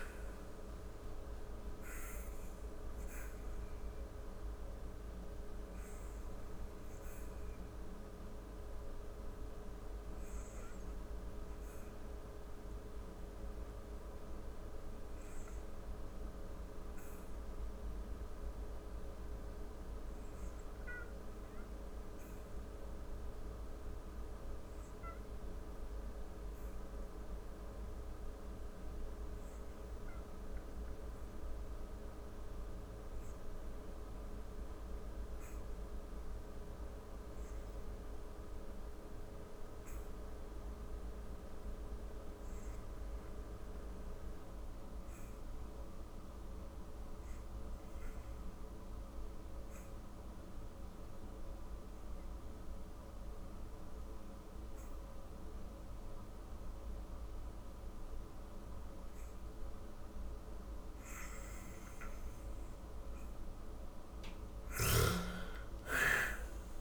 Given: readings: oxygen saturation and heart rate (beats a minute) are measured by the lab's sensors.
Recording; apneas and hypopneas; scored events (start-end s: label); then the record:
breathing in sleep, hard to hear, by a room microphone; 1
0.00-23.50 s: oxygen desaturation (device-marked, oxygen 62% lowest, heart rate 36 extreme)
1.00-61.00 s: obstructive apnea (oxygen 94% before, 51% lowest, heart rate 51 before, 39 extreme, up 43 after)
36.50-66.81 s: oxygen desaturation (device-marked, oxygen 94% before, 51% lowest, heart rate 52 before, 38 extreme)
63.00-66.81 s: arousal
From the record:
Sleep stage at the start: REM sleep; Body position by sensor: on the back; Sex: female